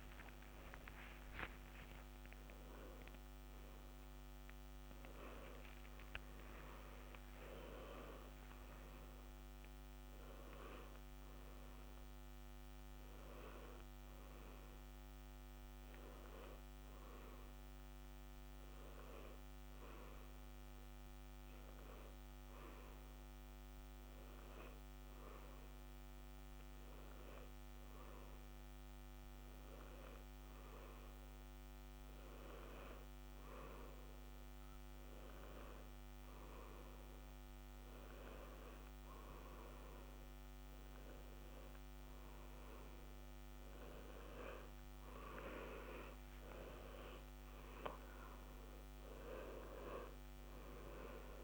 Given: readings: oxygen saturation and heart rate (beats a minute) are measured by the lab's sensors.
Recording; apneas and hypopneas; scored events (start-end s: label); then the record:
a person partly awake in a sleep study, by a microphone on the trachea; none
15.00-51.44 s: new sleep stage, N1 (lightest sleep)
47.00-51.44 s: arousal
From the record:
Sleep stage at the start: awake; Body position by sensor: on the left side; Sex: male